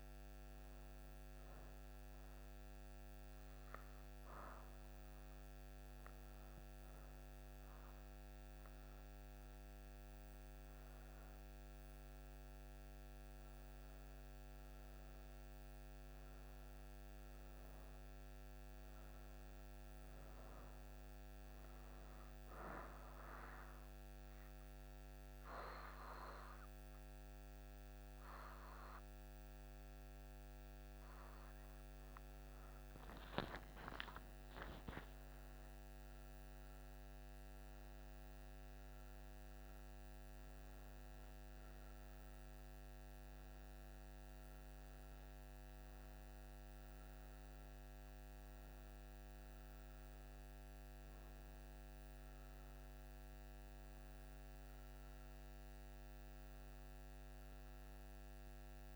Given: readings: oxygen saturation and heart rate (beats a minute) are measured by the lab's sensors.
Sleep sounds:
breathing in sleep by a microphone on the trachea; 1
23.00-33.00 s: obstructive apnea (oxygen 97% before, 93% lowest)
34.00-39.50 s: arousal
50.50-58.96 s: new sleep stage, N2 (light sleep)
From the record:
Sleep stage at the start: N1 (lightest sleep); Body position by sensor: on the back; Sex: female

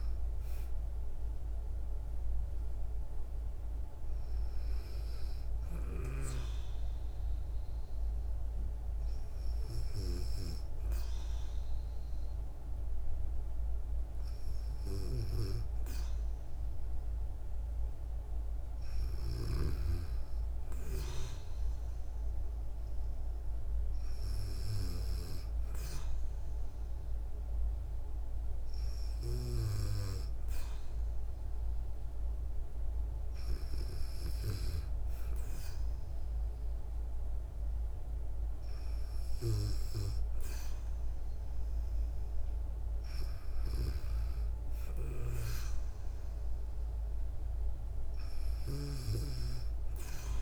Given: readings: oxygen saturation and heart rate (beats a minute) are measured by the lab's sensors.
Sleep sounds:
breathing in sleep by a room microphone; none
none scored
From the record:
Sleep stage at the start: N2 (light sleep); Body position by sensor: on the back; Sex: female

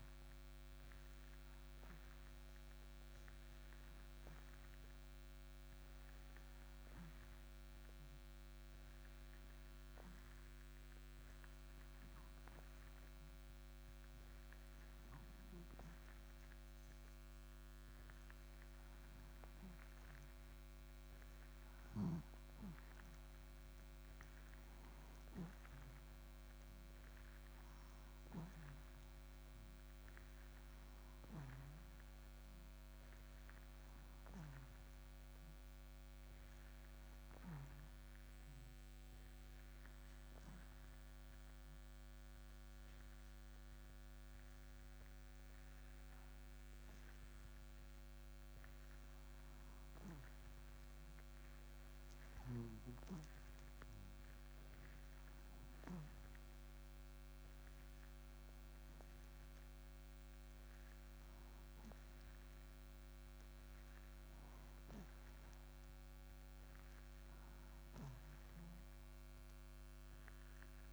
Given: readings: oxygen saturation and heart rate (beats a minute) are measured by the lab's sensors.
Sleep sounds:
breathing in sleep, hard to hear, by a microphone on the trachea; 2
5.00-18.50 s: hypopnea (oxygen 93% before, 90% lowest, heart rate 63 before, 58 extreme, up 6 after)
15.00-28.00 s: oxygen desaturation (device-marked, oxygen 93% before, 90% lowest, heart rate 61 before, 59 extreme)
21.00-24.50 s: arousal
35.00-47.00 s: hypopnea (oxygen 96% before, 91% lowest, heart rate 62 before, 59 extreme, up 7 after)
47.00-61.00 s: oxygen desaturation (device-marked, oxygen 95% before, 91% lowest, heart rate 62 before, 59 extreme)
51.00-54.50 s: arousal
66.50-70.50 s: arousal
From the record:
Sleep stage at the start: N2 (light sleep); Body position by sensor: on the back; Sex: male

